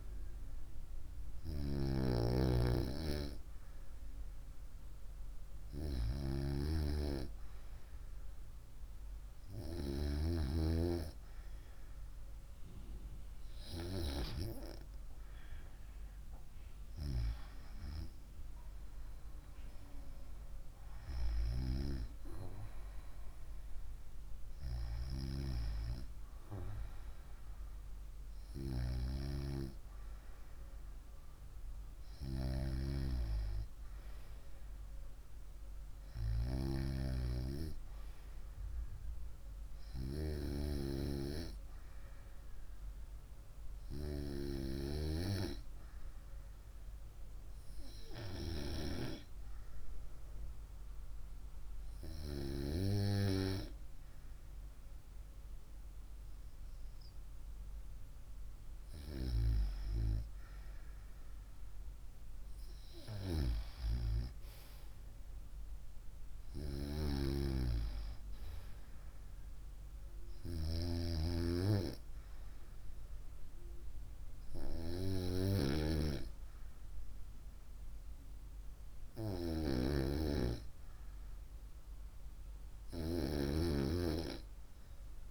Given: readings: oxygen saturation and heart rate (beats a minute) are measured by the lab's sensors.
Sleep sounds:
breathing in sleep by a room microphone; 1
0.00-1.50 s: arousal
46.50-58.50 s: hypopnea (oxygen 96% before, 94% lowest, heart rate 63 before, 55 extreme, up 3 after)
60.00-64.00 s: arousal
From the record:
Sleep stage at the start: N2 (light sleep); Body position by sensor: on the right side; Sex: female

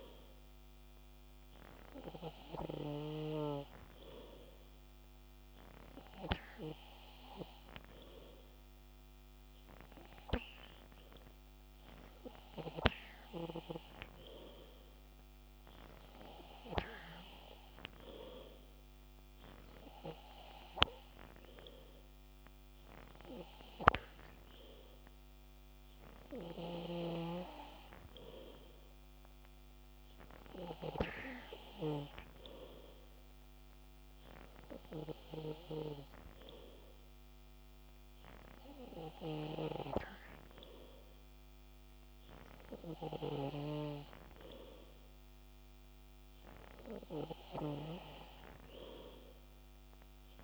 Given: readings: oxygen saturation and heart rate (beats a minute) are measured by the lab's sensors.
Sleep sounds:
breathing in sleep by a microphone on the trachea; none
none scored
From the record:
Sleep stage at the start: N3 (deep sleep); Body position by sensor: on the back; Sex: male

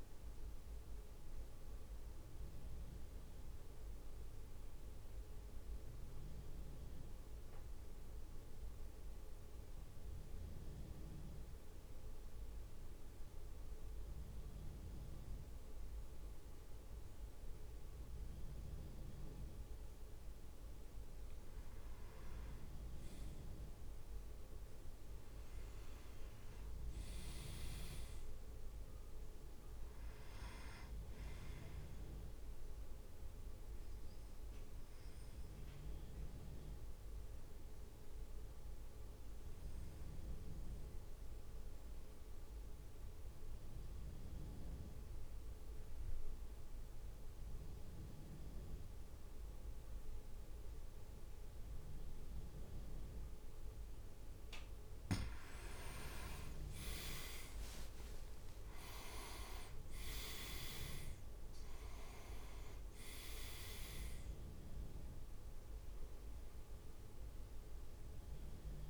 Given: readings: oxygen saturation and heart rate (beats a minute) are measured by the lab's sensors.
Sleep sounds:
breathing in sleep by a room microphone; 2
6.00-21.50 s: central apnea (oxygen 100% before, 95% lowest, heart rate 58 before, 52 extreme, up 4 after)
23.00-26.00 s: leg movement (device-marked)
24.00-27.50 s: arousal
27.50-46.50 s: oxygen desaturation (device-marked, oxygen 100% before, 95% lowest, heart rate 57 before, 52 extreme)
34.00-55.00 s: obstructive apnea (oxygen 100% before, 95% lowest, heart rate 57 before, 52 extreme, up 7 after)
57.00-61.00 s: arousal
57.50-68.89 s: drop in pulse transit time (device-marked, heart rate 55 before, 53 extreme)
58.50-61.00 s: leg movement (device-marked)
59.50-68.89 s: oxygen desaturation (device-marked, oxygen 99% before, 95% lowest, heart rate 55 before, 52 extreme)
From the record:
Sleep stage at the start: N2 (light sleep); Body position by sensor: on the back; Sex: male

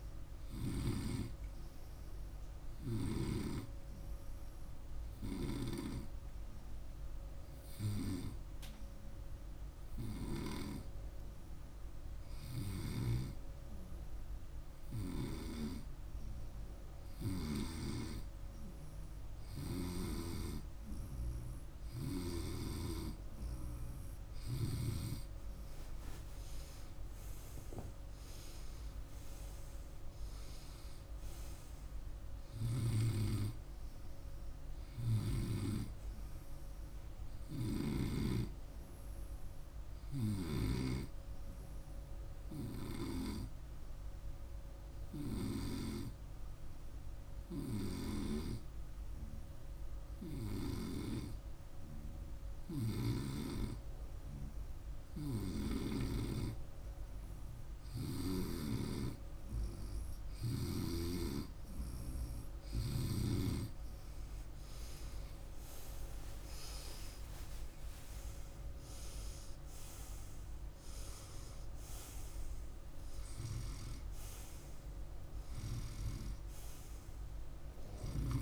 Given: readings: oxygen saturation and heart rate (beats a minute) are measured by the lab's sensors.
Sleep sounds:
breathing in sleep by a room microphone; 2
3.50-19.50 s: hypopnea (oxygen 98% before, 94% lowest, heart rate 53 before, 49 extreme, up 26 after)
23.50-29.00 s: arousal
41.00-56.00 s: hypopnea (oxygen 98% before, 91% lowest, heart rate 60 before, 49 extreme, up 1 after)
64.50-70.00 s: arousal
From the record:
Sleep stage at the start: N2 (light sleep); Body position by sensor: on the right side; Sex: male

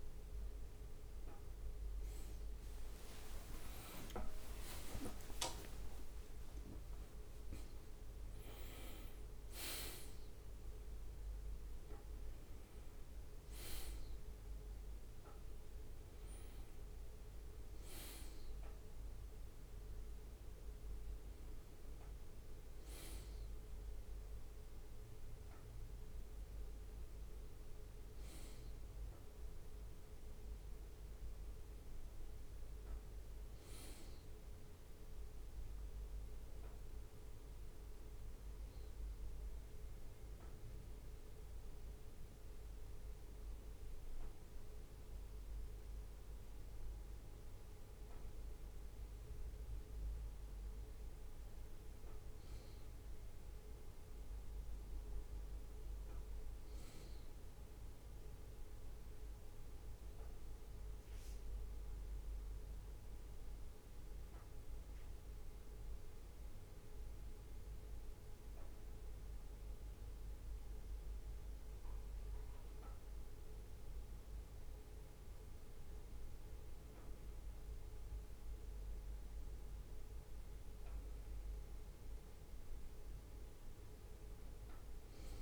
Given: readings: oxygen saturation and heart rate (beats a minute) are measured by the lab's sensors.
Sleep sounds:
a person awake in a sleep study, by a room microphone; none
3.00-7.50 s: leg movement (device-marked)
4.00-6.00 s: long interval between heartbeats (device-marked, heart rate 63 before, 72 extreme)
40.50-43.50 s: bradycardia (device-marked, heart rate 64 before, 60 extreme)
46.50-85.42 s: new sleep stage, N1 (lightest sleep)
From the record:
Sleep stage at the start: awake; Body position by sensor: on the right side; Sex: male

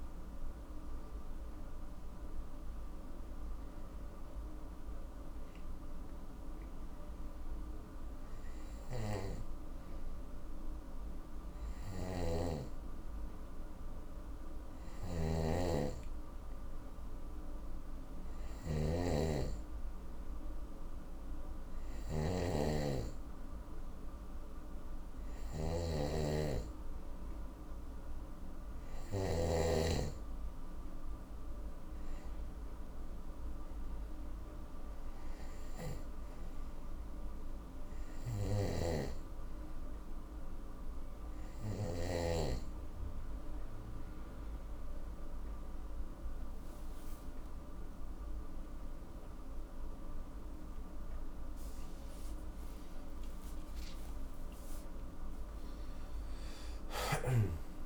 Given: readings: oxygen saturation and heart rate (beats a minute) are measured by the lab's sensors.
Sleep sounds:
breathing in sleep by a room microphone; none
11.50-29.50 s: snoring (device-marked)
38.00-42.00 s: snoring (device-marked)
52.00-56.50 s: arousal
From the record:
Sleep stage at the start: N2 (light sleep); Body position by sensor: on the right side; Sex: male

